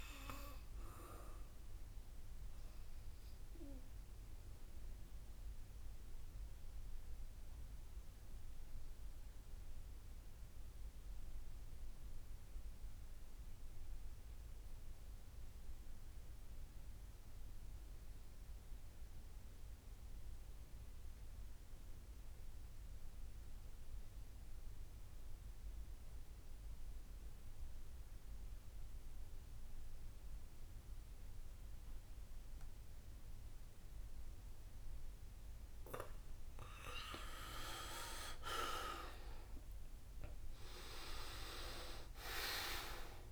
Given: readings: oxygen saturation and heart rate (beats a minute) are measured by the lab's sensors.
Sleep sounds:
breathing in sleep by a room microphone; 1
0.00-14.50 s: oxygen desaturation (device-marked, oxygen 80% lowest, heart rate 68 extreme)
4.50-36.50 s: obstructive apnea (oxygen 95% before, 76% lowest, heart rate 75 before, 65 extreme, up 19 after)
25.50-43.32 s: oxygen desaturation (device-marked, oxygen 96% before, 76% lowest, heart rate 69 before, 65 extreme)
38.50-42.50 s: arousal
42.00-43.32 s: long interval between heartbeats (device-marked, heart rate 72 before, 87 extreme)
From the record:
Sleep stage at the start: N2 (light sleep); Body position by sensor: on the back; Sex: male

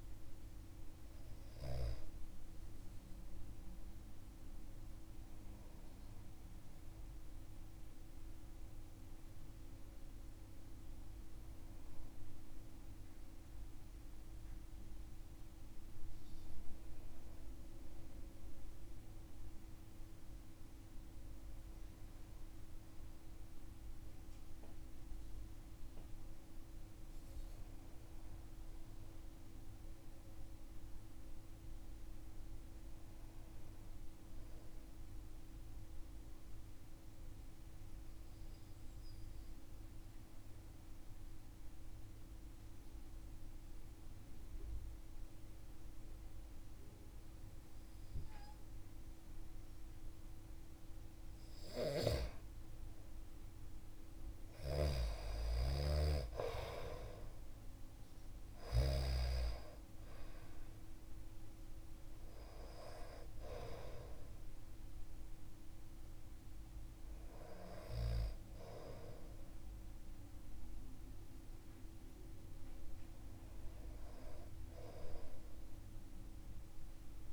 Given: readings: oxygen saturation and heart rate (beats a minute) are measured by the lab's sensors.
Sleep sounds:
breathing in sleep by a room microphone; 1
35.50-49.50 s: obstructive apnea (oxygen 99% before, 91% lowest)
51.00-55.00 s: arousal
54.00-58.50 s: snoring (device-marked)
54.50-77.33 s: oxygen desaturation (device-marked, oxygen 97% before, 91% lowest)
From the record:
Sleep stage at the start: N2 (light sleep); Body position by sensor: on the back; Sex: male

